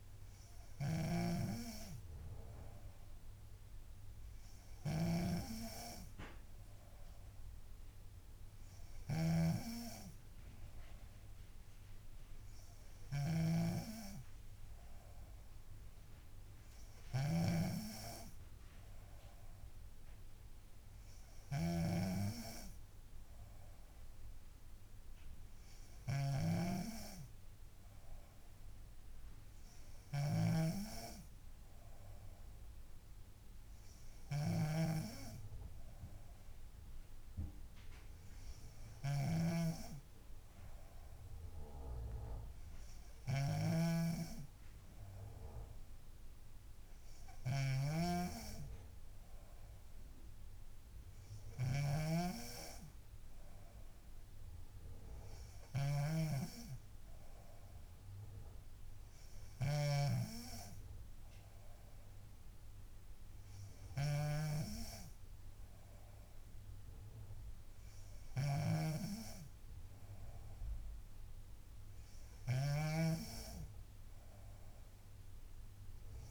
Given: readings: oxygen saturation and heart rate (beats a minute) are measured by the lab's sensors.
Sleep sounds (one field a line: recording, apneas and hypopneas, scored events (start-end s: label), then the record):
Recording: breathing in sleep by a room microphone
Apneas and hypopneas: none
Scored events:
0.00-60.50 s: snoring (device-marked)
68.50-76.31 s: snoring (device-marked)
From the record:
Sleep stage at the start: N3 (deep sleep)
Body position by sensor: on the back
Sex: female